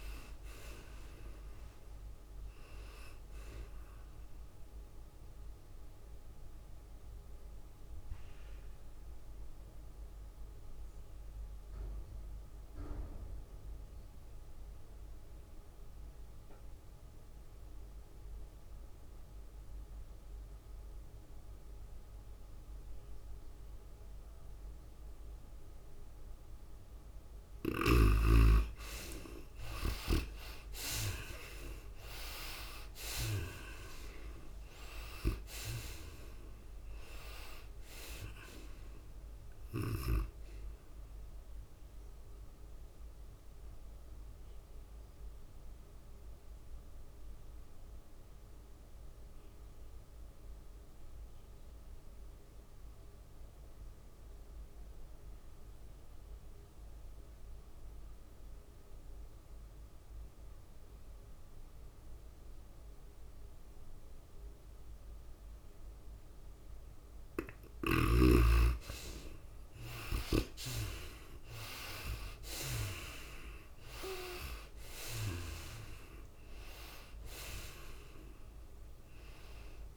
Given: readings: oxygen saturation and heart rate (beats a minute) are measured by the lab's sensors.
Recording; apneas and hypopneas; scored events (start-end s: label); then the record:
breathing in sleep by a room microphone; 2
0.00-10.50 s: drop in pulse transit time (device-marked, heart rate 100 extreme)
0.00-10.50 s: tachycardia (device-marked, heart rate 107 extreme)
0.00-16.50 s: oxygen desaturation (device-marked, oxygen 69% lowest, heart rate 93 extreme)
7.00-28.50 s: obstructive apnea (oxygen 85% before, 69% lowest, heart rate 102 before, 93 extreme, up 11 after)
16.50-18.50 s: long interval between heartbeats (device-marked, heart rate 104 before, 97 extreme)
22.50-48.50 s: oxygen desaturation (device-marked, oxygen 98% before, 74% lowest, heart rate 101 before, 89 extreme)
26.00-28.00 s: long interval between heartbeats (device-marked, heart rate 100 before, 95 extreme)
30.50-33.50 s: arousal
31.50-46.50 s: tachycardia (device-marked, heart rate 95 before, 106 extreme)
33.50-48.50 s: drop in pulse transit time (device-marked, heart rate 96 before, 99 extreme)
42.50-67.00 s: obstructive apnea (oxygen 98% before, 72% lowest, heart rate 99 before, 89 extreme, up 12 after)
61.50-79.97 s: oxygen desaturation (device-marked, oxygen 98% before, 72% lowest, heart rate 99 before, 92 extreme)
71.50-75.00 s: arousal
71.50-79.97 s: drop in pulse transit time (device-marked, heart rate 93 before, 96 extreme)
71.50-79.97 s: tachycardia (device-marked, heart rate 96 before, 108 extreme)
From the record:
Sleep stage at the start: N2 (light sleep); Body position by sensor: on the right side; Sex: female